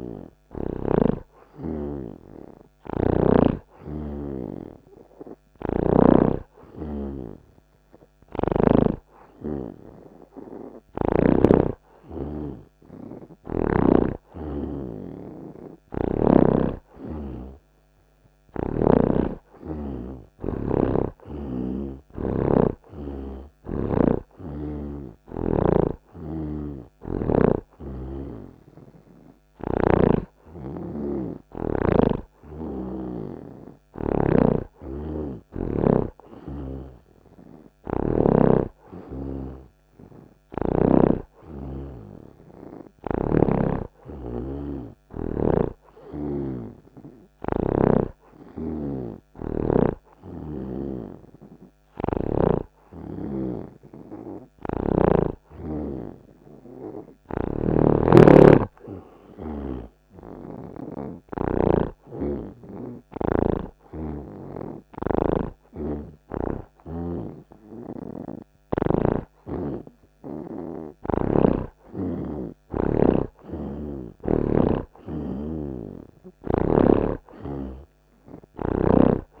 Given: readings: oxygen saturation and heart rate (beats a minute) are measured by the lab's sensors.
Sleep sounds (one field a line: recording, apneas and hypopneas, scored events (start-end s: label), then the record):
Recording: breathing in sleep by a microphone on the trachea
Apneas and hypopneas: none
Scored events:
0.00-4.50 s: oxygen desaturation (device-marked, oxygen 84% lowest)
26.00-33.50 s: snoring (device-marked)
50.50-55.50 s: snoring (device-marked)
57.50-62.00 s: snoring (device-marked)
64.00-67.50 s: snoring (device-marked)
77.00-79.40 s: snoring (device-marked)
From the record:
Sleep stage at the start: N2 (light sleep)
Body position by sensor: on the right side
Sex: male